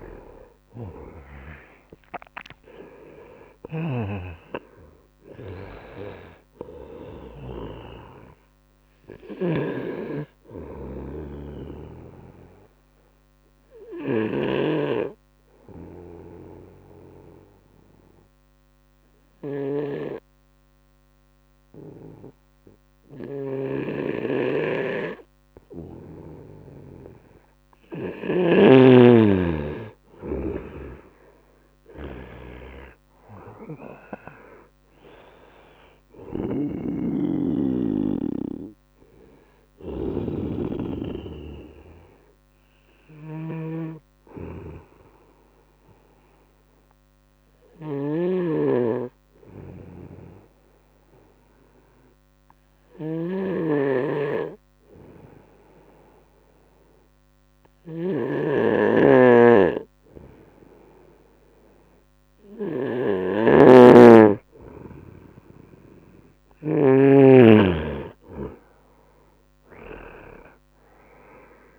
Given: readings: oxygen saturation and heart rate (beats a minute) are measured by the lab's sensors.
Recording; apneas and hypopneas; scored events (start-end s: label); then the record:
breathing in sleep by a microphone on the trachea; 2
0.00-2.00 s: arousal
3.00-14.00 s: snoring (device-marked)
5.50-30.50 s: oxygen desaturation (device-marked, oxygen 96% before, 89% lowest, heart rate 74 before, 74 extreme)
11.00-26.50 s: obstructive apnea (oxygen 97% before, 89% lowest, heart rate 76 before, 74 extreme, up 4 after)
23.00-28.00 s: snoring (device-marked)
31.50-36.00 s: arousal
36.00-66.50 s: snoring (device-marked)
44.00-62.00 s: obstructive apnea (oxygen 98% before, 91% lowest, heart rate 77 before, 72 extreme, up 2 after)
46.50-59.50 s: oxygen desaturation (device-marked, oxygen 96% before, 91% lowest, heart rate 78 before, 72 extreme)
65.00-69.00 s: arousal
From the record:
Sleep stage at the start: N2 (light sleep); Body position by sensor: on the right side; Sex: male